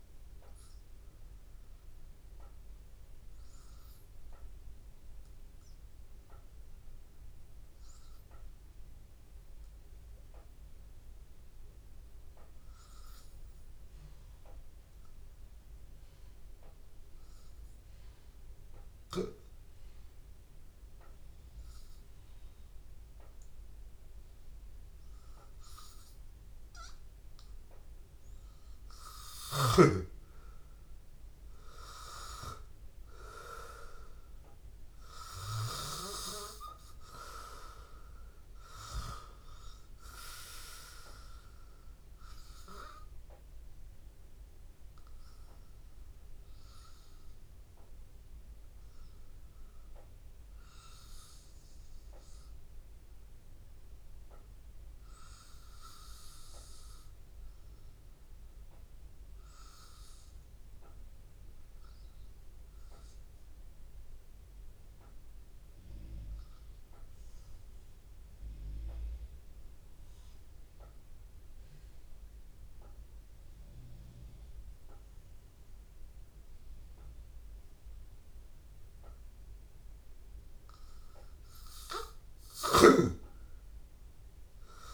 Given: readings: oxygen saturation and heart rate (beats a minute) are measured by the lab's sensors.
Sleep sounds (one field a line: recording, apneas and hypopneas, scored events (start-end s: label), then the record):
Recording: breathing in sleep by a room microphone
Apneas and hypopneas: 2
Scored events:
0.00-3.00 s: oxygen desaturation (device-marked, oxygen 92% lowest, heart rate 80 extreme)
3.50-29.50 s: hypopnea (oxygen 96% before, 93% lowest, heart rate 84 before, 82 extreme, up 2 after)
18.00-55.00 s: oxygen desaturation (device-marked, oxygen 99% before, 93% lowest, heart rate 83 before, 80 extreme)
31.50-37.00 s: arousal
48.00-80.50 s: obstructive apnea (oxygen 97% before, 93% lowest, heart rate 84 before, 80 extreme, up 3 after)
78.00-84.94 s: oxygen desaturation (device-marked, oxygen 97% before, 93% lowest, heart rate 82 before, 81 extreme)
82.50-84.94 s: arousal
From the record:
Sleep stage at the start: N2 (light sleep)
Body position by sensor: on the back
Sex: male